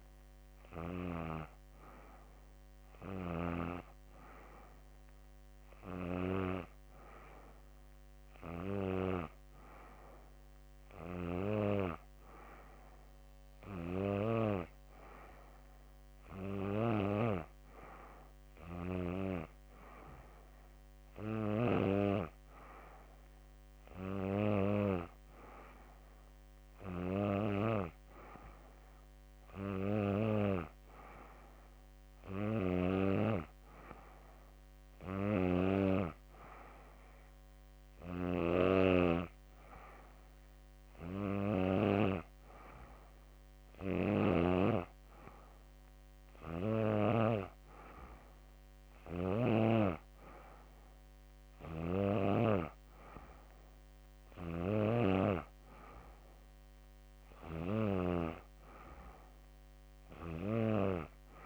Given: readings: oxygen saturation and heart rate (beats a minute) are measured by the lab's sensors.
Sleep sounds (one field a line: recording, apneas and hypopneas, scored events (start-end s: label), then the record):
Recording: breathing in sleep by a microphone on the trachea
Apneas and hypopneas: none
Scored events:
none scored
From the record:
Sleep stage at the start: N3 (deep sleep)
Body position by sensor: on the back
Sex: female